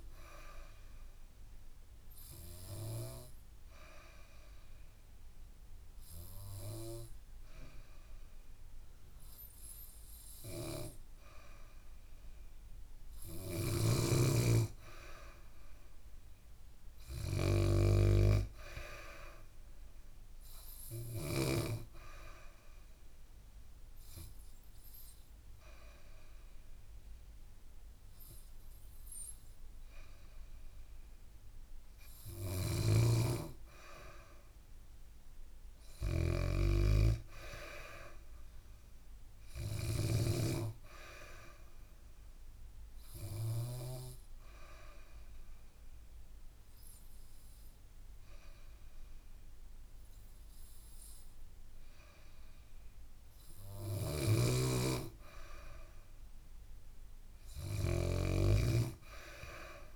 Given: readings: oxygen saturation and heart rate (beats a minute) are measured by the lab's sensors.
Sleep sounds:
breathing in sleep by a room microphone; 3
0.50-12.50 s: obstructive apnea (oxygen 97% before, 93% lowest, heart rate 68 before, 66 extreme, up 1 after)
13.00-21.00 s: snoring (device-marked)
15.00-19.00 s: arousal
22.00-32.00 s: obstructive apnea (oxygen 97% before, 93% lowest, heart rate 69 before, 66 extreme, up 1 after)
32.00-39.50 s: snoring (device-marked)
34.50-38.00 s: arousal
43.00-53.00 s: obstructive apnea (oxygen 97% before, 93% lowest, heart rate 68 before, 66 extreme, up 0 after)
53.50-59.96 s: snoring (device-marked)
55.00-58.50 s: arousal
From the record:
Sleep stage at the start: N2 (light sleep); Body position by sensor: on the back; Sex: female

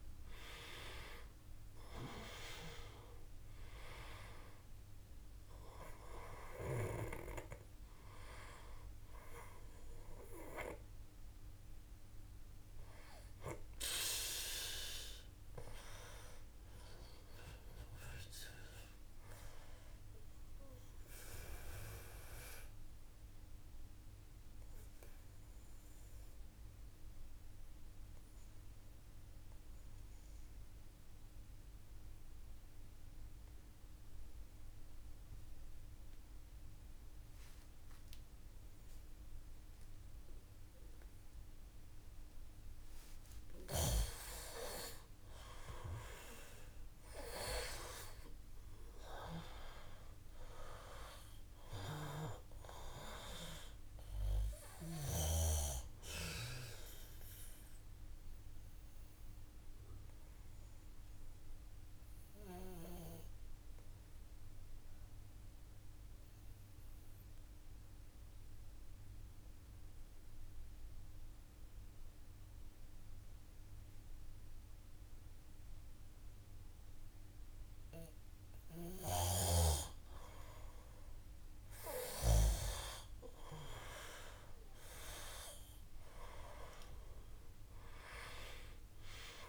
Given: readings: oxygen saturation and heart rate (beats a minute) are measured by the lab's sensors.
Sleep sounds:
breathing in sleep by a room microphone; 2
0.00-3.50 s: arousal
0.00-25.50 s: oxygen desaturation (device-marked, oxygen 87% lowest, heart rate 53 extreme)
20.00-41.50 s: obstructive apnea (oxygen 97% before, 87% lowest, heart rate 55 before, 53 extreme, up 1 after)
44.00-48.50 s: arousal
45.50-73.50 s: oxygen desaturation (device-marked, oxygen 97% before, 88% lowest, heart rate 56 before, 53 extreme)
55.50-77.50 s: obstructive apnea (oxygen 97% before, 88% lowest, heart rate 56 before, 53 extreme, up 2 after)
80.50-84.50 s: arousal
86.50-89.49 s: oxygen desaturation (device-marked, oxygen 97% before, 89% lowest, heart rate 55 before, 54 extreme)
From the record:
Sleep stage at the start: N2 (light sleep); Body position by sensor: on the back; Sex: male

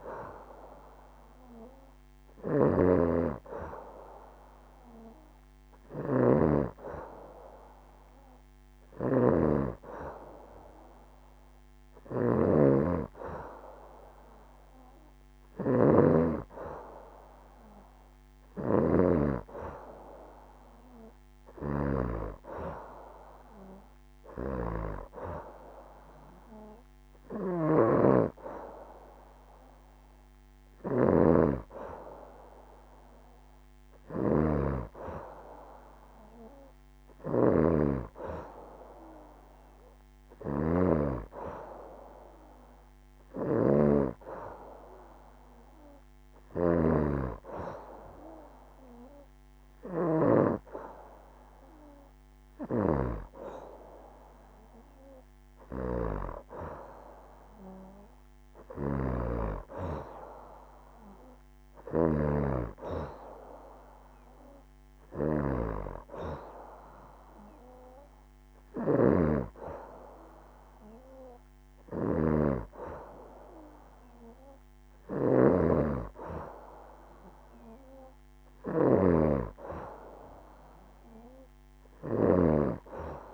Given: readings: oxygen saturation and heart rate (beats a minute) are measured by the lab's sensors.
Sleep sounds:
breathing in sleep by a microphone on the trachea; none
0.00-9.50 s: oxygen desaturation (device-marked, oxygen 91% lowest, heart rate 69 extreme)
0.00-83.34 s: snoring (device-marked)
From the record:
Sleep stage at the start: N2 (light sleep); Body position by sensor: on the back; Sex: female

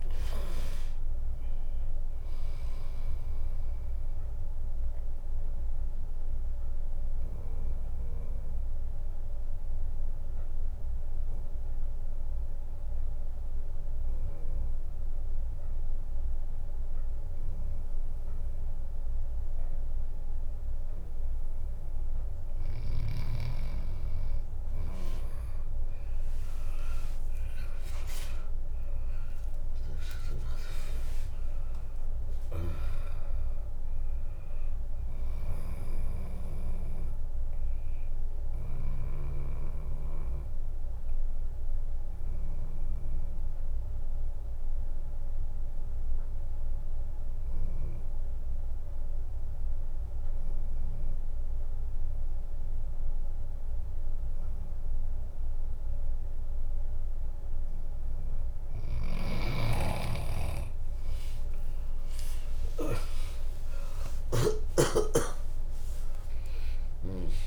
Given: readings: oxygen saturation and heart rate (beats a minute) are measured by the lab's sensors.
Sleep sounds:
breathing in sleep by a room microphone; 2
0.00-6.00 s: drop in pulse transit time (device-marked, heart rate 72 extreme)
4.50-6.50 s: long interval between heartbeats (device-marked, heart rate 74 before, 89 extreme)
6.00-19.50 s: obstructive apnea (oxygen 99% before, 95% lowest, heart rate 77 before, 56 extreme, up 12 after)
11.00-24.00 s: bradycardia (device-marked, heart rate 71 before, 56 extreme)
23.50-28.00 s: arousal
27.50-29.50 s: long interval between heartbeats (device-marked, heart rate 63 before, 68 extreme)
29.00-47.00 s: drop in pulse transit time (device-marked, heart rate 61 before, 69 extreme)
32.00-34.00 s: long interval between heartbeats (device-marked, heart rate 62 before, 96 extreme)
39.00-56.50 s: obstructive apnea (oxygen 100% before, 96% lowest, heart rate 75 before, 56 extreme, up 33 after)
48.00-58.00 s: bradycardia (device-marked, heart rate 71 before, 56 extreme)
58.50-64.00 s: snoring (device-marked)
61.50-63.50 s: long interval between heartbeats (device-marked, heart rate 67 before, 78 extreme)
62.00-66.50 s: arousal
65.00-67.47 s: drop in pulse transit time (device-marked, heart rate 68 before, 67 extreme)
From the record:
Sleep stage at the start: N2 (light sleep); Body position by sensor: on the back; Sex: female

